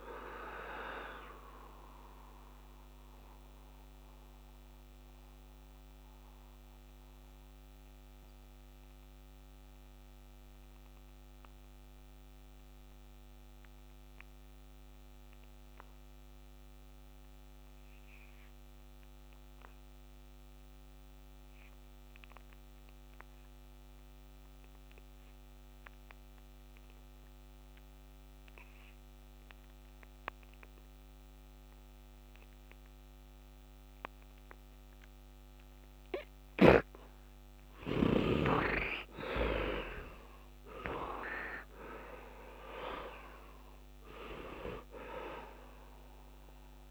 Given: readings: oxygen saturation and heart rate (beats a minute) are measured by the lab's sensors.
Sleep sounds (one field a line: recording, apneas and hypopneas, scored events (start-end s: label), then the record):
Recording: breathing in sleep by a microphone on the trachea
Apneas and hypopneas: 1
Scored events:
0.00-19.50 s: oxygen desaturation (device-marked, heart rate 62 extreme)
3.50-37.50 s: mixed apnea (heart rate 75 before, 62 extreme, up 17 after)
21.50-46.90 s: oxygen desaturation (device-marked, heart rate 70 before, 63 extreme)
39.00-43.00 s: arousal
From the record:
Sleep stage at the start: N2 (light sleep)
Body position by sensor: on the right side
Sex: male